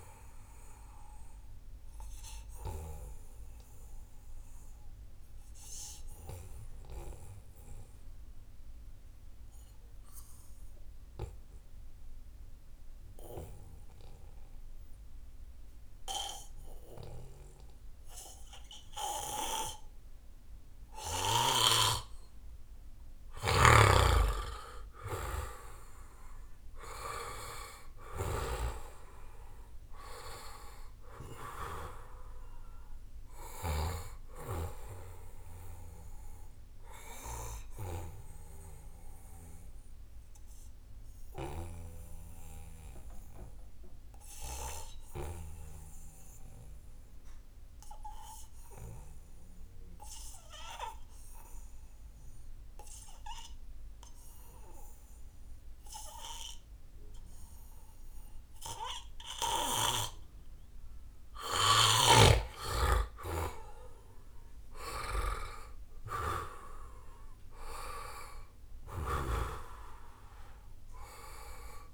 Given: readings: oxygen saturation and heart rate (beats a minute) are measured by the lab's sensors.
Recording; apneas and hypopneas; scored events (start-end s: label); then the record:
breathing in sleep by a room microphone; 2
0.00-10.00 s: oxygen desaturation (device-marked, oxygen 88% lowest, heart rate 72 extreme)
1.00-22.00 s: obstructive apnea (oxygen 96% before, 88% lowest, heart rate 76 before, 72 extreme, up 0 after)
24.00-28.50 s: arousal
25.00-49.00 s: oxygen desaturation (device-marked, oxygen 96% before, 91% lowest, heart rate 75 before, 70 extreme)
37.00-61.50 s: obstructive apnea (oxygen 97% before, 90% lowest, heart rate 74 before, 70 extreme, up 5 after)
47.50-49.50 s: long interval between heartbeats (device-marked, heart rate 77 before, 84 extreme)
62.00-71.94 s: oxygen desaturation (device-marked, oxygen 96% before, 90% lowest, heart rate 77 before, 72 extreme)
63.00-66.50 s: arousal
From the record:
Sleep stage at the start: N2 (light sleep); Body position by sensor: on the right side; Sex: male